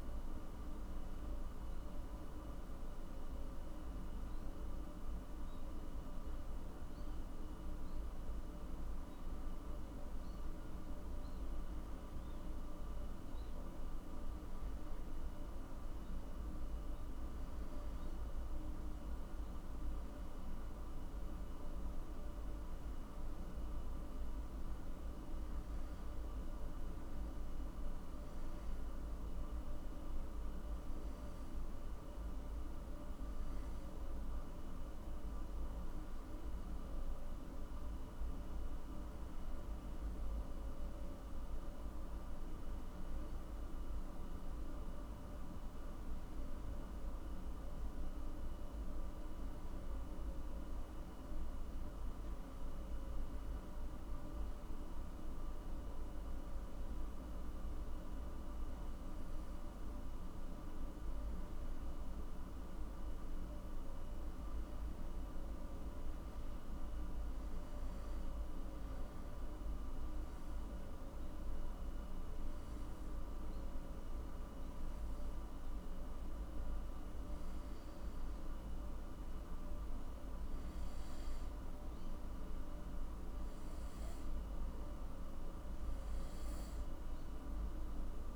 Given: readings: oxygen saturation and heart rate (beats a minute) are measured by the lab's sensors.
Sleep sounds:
breathing in sleep, hard to hear, by a room microphone; 3
28.00-38.50 s: hypopnea (oxygen 97% before, 93% lowest, heart rate 62 before, 51 extreme, up 8 after)
40.00-44.00 s: arousal
52.50-63.00 s: obstructive apnea (oxygen 96% before, 93% lowest, heart rate 56 before, 52 extreme, up 12 after)
65.00-68.00 s: arousal
69.50-79.50 s: hypopnea (oxygen 97% before, 93% lowest, heart rate 56 before, 54 extreme, up 7 after)
From the record:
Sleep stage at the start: N2 (light sleep); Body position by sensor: on the back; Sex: male

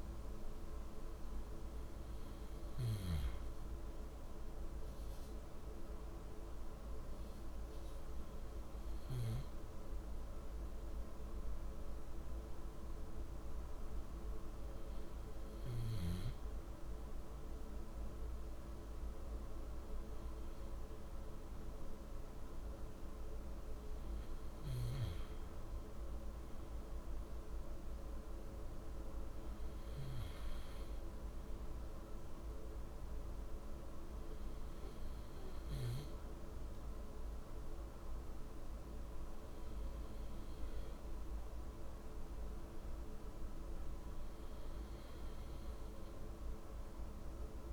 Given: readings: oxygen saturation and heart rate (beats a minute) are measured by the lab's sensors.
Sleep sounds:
breathing in sleep, hard to hear, by a room microphone; none
none scored
From the record:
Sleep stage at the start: N2 (light sleep); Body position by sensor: on the back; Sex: male

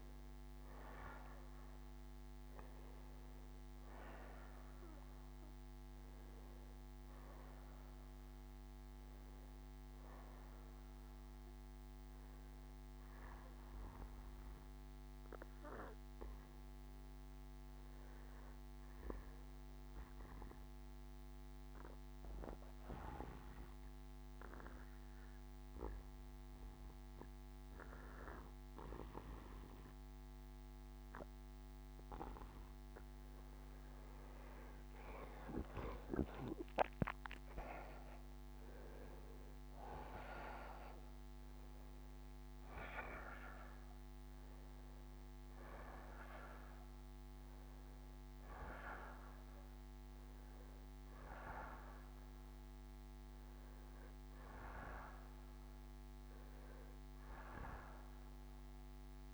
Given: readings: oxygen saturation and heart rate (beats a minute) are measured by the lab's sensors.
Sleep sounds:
breathing in sleep by a microphone on the trachea; 1
0.00-9.50 s: oxygen desaturation (device-marked, oxygen 90% lowest, heart rate 65 extreme)
18.00-31.50 s: obstructive apnea (oxygen 94% before, 89% lowest, heart rate 68 before, 65 extreme, up 6 after)
33.00-36.50 s: arousal
33.50-55.50 s: oxygen desaturation (device-marked, oxygen 94% before, 89% lowest, heart rate 68 before, 64 extreme)
From the record:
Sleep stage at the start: N2 (light sleep); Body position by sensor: on the back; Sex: male

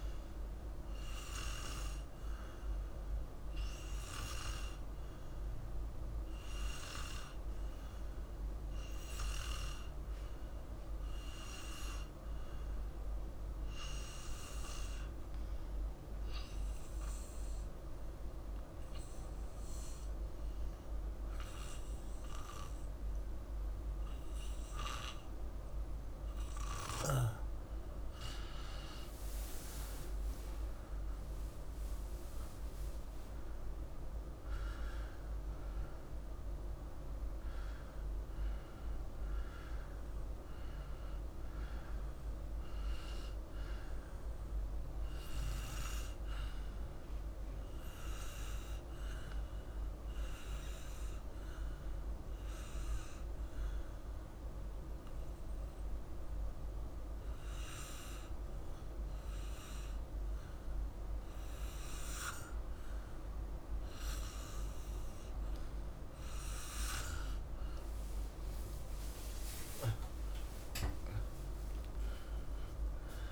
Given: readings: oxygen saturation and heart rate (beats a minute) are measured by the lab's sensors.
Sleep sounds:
breathing in sleep, hard to hear, by a room microphone; 2
2.00-26.50 s: obstructive apnea (oxygen 98% before, 93% lowest, heart rate 56 before, 51 extreme, up 2 after)
25.50-53.50 s: oxygen desaturation (device-marked, oxygen 98% before, 93% lowest, heart rate 51 before, 52 extreme)
32.00-36.50 s: arousal
48.50-64.50 s: obstructive apnea (oxygen 97% before, 93% lowest, heart rate 54 before, 52 extreme, up 27 after)
67.50-72.50 s: arousal
From the record:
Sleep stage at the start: N2 (light sleep); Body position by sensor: on the back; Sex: male

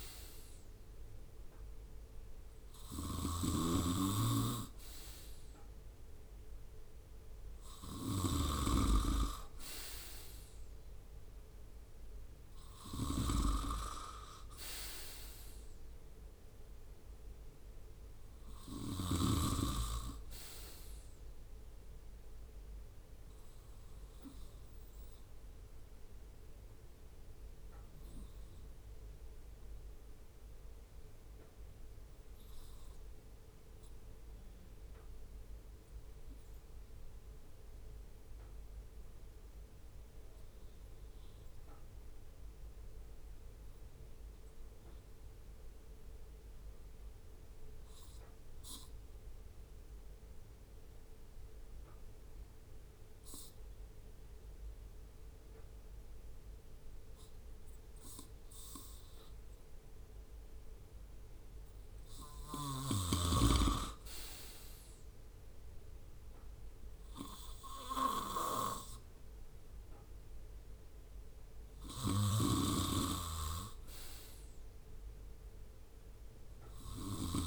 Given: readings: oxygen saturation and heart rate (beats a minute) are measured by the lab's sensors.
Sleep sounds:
breathing in sleep by a room microphone; 1
0.00-8.00 s: snoring (device-marked)
15.00-19.50 s: arousal
20.50-39.50 s: oxygen desaturation (device-marked, oxygen 92% before, 89% lowest, heart rate 75 before, 69 extreme)
27.00-60.00 s: obstructive apnea (oxygen 92% before, 89% lowest, heart rate 74 before, 69 extreme, up 3 after)
63.00-68.00 s: arousal
64.50-77.47 s: oxygen desaturation (device-marked, oxygen 98% before, 94% lowest, heart rate 73 before, 71 extreme)
71.50-77.00 s: snoring (device-marked)
From the record:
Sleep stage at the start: REM sleep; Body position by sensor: on the right side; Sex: male

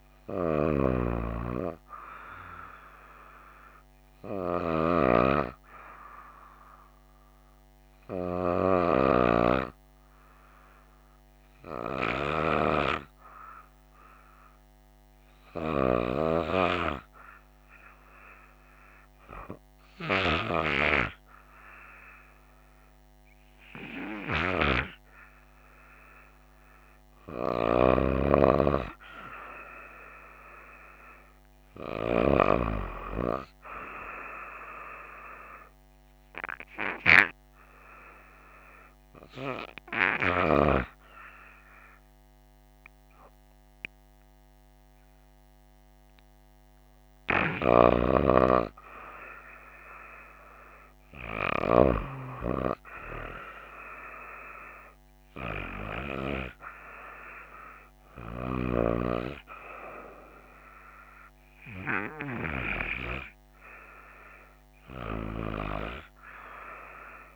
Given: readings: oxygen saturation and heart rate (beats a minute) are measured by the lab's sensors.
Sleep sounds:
breathing in sleep by a microphone on the trachea; 1
25.00-28.50 s: arousal
36.00-49.00 s: hypopnea (oxygen 97% before, 93% lowest, heart rate 62 before, 56 extreme, up 5 after)
52.00-55.50 s: arousal
From the record:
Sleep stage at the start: N2 (light sleep); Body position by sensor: on the right side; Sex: female

